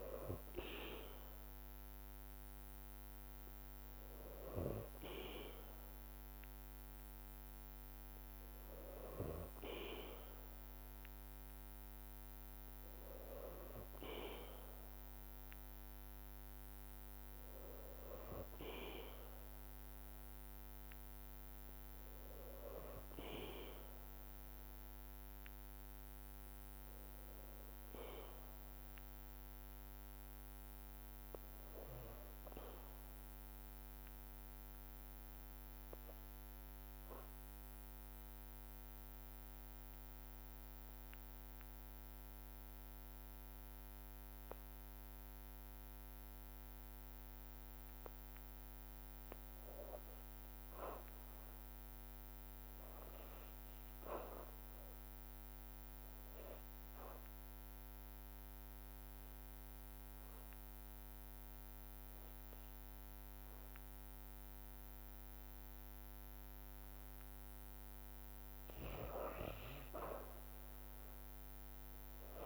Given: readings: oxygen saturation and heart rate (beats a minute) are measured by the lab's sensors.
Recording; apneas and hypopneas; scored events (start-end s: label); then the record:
breathing in sleep by a microphone on the trachea; 2
0.00-4.00 s: drop in pulse transit time (device-marked, heart rate 54 extreme)
0.00-17.00 s: oxygen desaturation (device-marked, oxygen 85% lowest, heart rate 51 extreme)
21.00-25.50 s: arousal
23.00-72.46 s: new sleep stage, REM sleep
31.00-33.00 s: long interval between heartbeats (device-marked, heart rate 54 before, 56 extreme)
33.50-48.00 s: obstructive apnea (oxygen 100% before, 81% lowest, heart rate 54 before, 53 extreme, up 1 after)
42.00-53.00 s: drop in pulse transit time (device-marked, heart rate 54 before, 53 extreme)
46.00-72.46 s: oxygen desaturation (device-marked, oxygen 99% before, 81% lowest, heart rate 54 before, 54 extreme)
50.50-54.00 s: arousal
57.00-68.00 s: obstructive apnea (oxygen 100% before, 81% lowest, heart rate 53 before, 55 extreme, up 3 after)
70.50-72.46 s: arousal
From the record:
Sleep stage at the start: N2 (light sleep); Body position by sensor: on the back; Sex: female